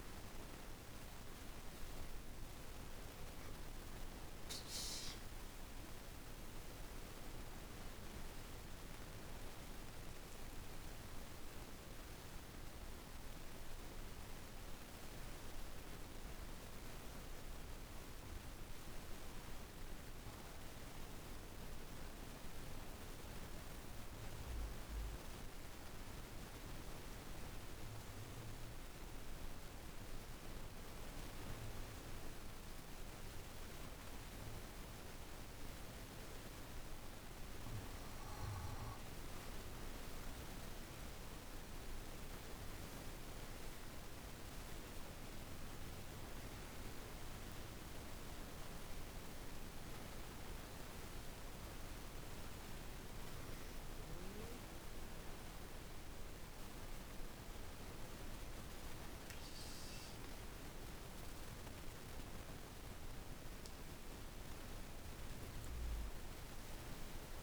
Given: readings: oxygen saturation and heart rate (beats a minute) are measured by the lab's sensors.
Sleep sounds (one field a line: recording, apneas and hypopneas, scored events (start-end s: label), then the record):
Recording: breathing in sleep, hard to hear, by a room microphone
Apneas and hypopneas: 1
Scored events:
0.00-10.00 s: oxygen desaturation (device-marked, oxygen 88% lowest, heart rate 49 extreme)
11.50-15.00 s: arousal
17.00-39.00 s: mixed apnea (oxygen 99% before, 83% lowest, heart rate 51 before, 50 extreme, up 36 after)
35.00-66.00 s: oxygen desaturation (device-marked, oxygen 99% before, 83% lowest, heart rate 51 before, 49 extreme)
42.00-46.00 s: arousal
From the record:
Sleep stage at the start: N2 (light sleep)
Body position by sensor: on the back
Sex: female